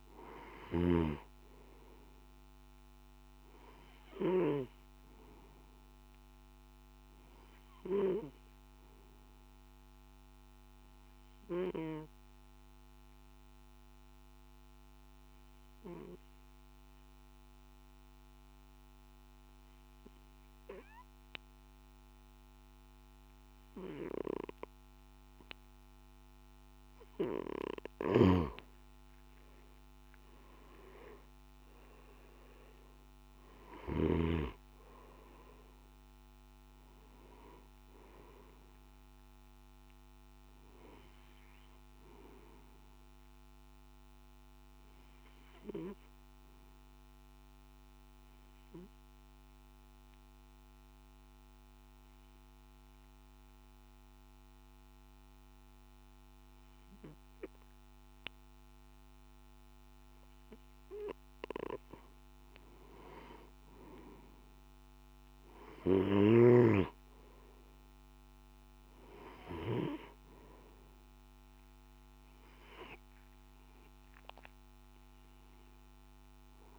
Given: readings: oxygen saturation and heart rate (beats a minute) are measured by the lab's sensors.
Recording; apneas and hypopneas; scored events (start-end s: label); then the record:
breathing in sleep by a microphone on the trachea; 2
0.00-1.00 s: snoring (device-marked)
8.50-27.00 s: obstructive apnea (oxygen 97% before, 91% lowest, heart rate 55 before, 52 extreme, up 8 after)
28.00-34.00 s: snoring (device-marked)
35.50-55.50 s: oxygen desaturation (device-marked, oxygen 98% before, 91% lowest, heart rate 55 before, 52 extreme)
44.00-62.00 s: obstructive apnea (oxygen 98% before, 91% lowest, heart rate 57 before, 53 extreme, up 3 after)
From the record:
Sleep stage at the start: N2 (light sleep); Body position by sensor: on the back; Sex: male